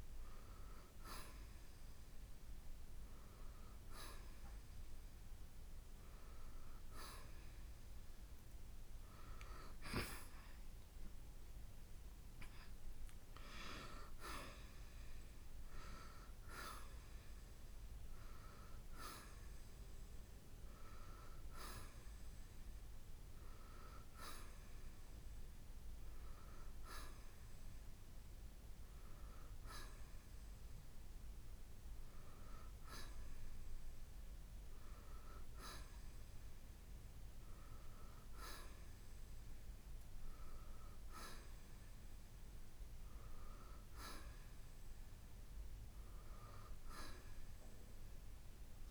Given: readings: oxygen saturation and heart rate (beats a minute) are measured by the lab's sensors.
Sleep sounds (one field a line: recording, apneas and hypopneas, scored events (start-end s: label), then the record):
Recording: breathing in sleep by a room microphone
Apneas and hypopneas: none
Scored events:
none scored
From the record:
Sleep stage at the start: N1 (lightest sleep)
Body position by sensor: on the right side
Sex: male